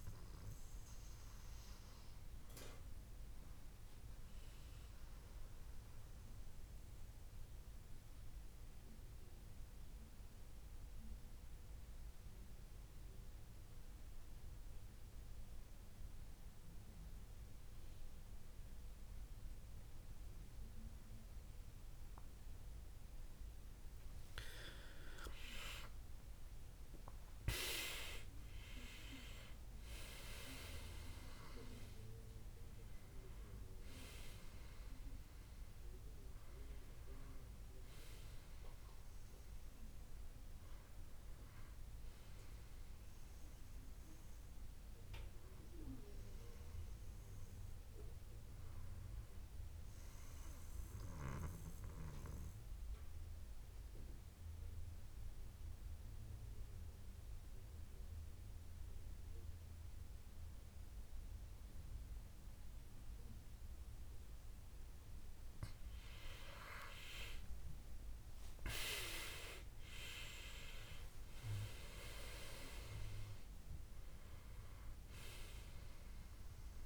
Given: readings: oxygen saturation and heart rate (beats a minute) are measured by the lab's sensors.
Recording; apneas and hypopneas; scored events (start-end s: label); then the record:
breathing in sleep by a room microphone; 2
5.50-76.86 s: new sleep stage, N2 (light sleep)
6.00-25.00 s: obstructive apnea (oxygen 97% before, 89% lowest, heart rate 77 before, 73 extreme, up 12 after)
21.00-23.00 s: long interval between heartbeats (device-marked, heart rate 74 before, 77 extreme)
24.50-44.50 s: oxygen desaturation (device-marked, oxygen 96% before, 89% lowest, heart rate 75 before, 71 extreme)
26.50-29.00 s: arousal
51.50-67.00 s: obstructive apnea (oxygen 98% before, 90% lowest, heart rate 78 before, 71 extreme, up 14 after)
66.50-76.86 s: oxygen desaturation (device-marked, oxygen 97% before, 90% lowest, heart rate 74 before, 74 extreme)
68.50-72.00 s: arousal
From the record:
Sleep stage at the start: N1 (lightest sleep); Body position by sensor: on the back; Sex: male